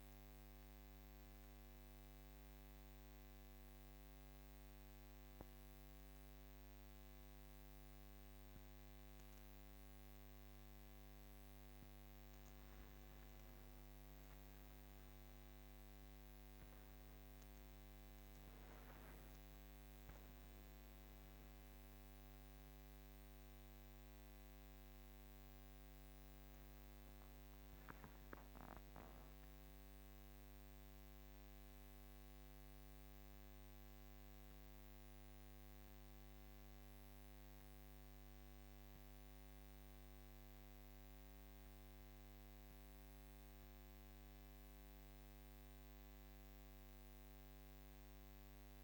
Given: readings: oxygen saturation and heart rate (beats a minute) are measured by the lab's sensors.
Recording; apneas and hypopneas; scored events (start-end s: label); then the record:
breathing in sleep, hard to hear, by a microphone on the trachea; none
none scored
From the record:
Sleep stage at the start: N2 (light sleep); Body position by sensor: on the back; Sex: female